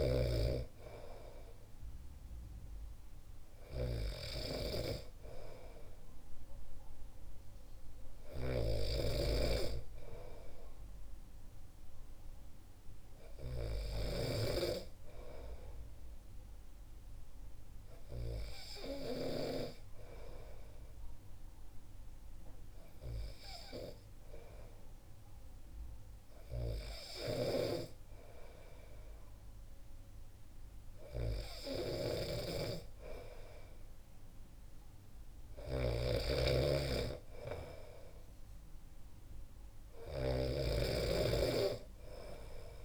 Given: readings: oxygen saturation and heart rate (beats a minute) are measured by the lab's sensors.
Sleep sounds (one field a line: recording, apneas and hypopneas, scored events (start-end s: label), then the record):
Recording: breathing in sleep by a room microphone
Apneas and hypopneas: none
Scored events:
0.00-14.50 s: snoring (device-marked)
32.00-42.85 s: snoring (device-marked)
From the record:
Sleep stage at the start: N2 (light sleep)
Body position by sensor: on the back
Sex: male